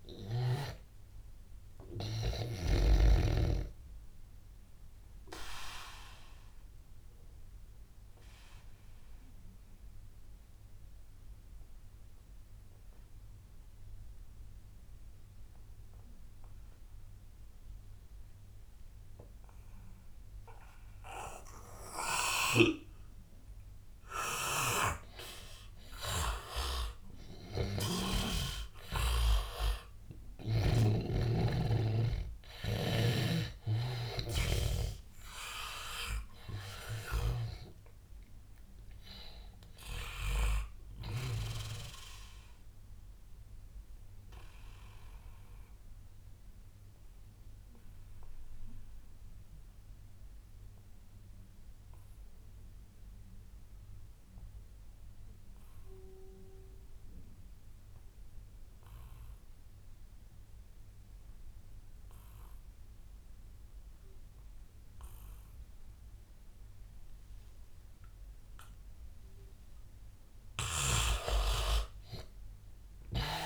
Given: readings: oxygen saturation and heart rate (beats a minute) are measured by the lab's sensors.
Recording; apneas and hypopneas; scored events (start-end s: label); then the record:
breathing in sleep by a room microphone; 2
0.00-2.50 s: snoring (device-marked)
0.00-5.50 s: oxygen desaturation (device-marked, oxygen 90% lowest, heart rate 80 extreme)
3.50-24.00 s: obstructive apnea (oxygen 100% before, 84% lowest, heart rate 99 before, 80 extreme, up 15 after)
22.50-31.00 s: snoring (device-marked)
25.50-46.50 s: oxygen desaturation (device-marked, oxygen 98% before, 88% lowest, heart rate 87 before, 76 extreme)
26.50-31.50 s: arousal
41.50-69.00 s: obstructive apnea (oxygen 99% before, 80% lowest, heart rate 92 before, 76 extreme, up 12 after)
63.50-73.46 s: oxygen desaturation (device-marked, oxygen 99% before, 80% lowest, heart rate 82 before, 82 extreme)
71.00-73.46 s: arousal
From the record:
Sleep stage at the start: N2 (light sleep); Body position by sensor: on the back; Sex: male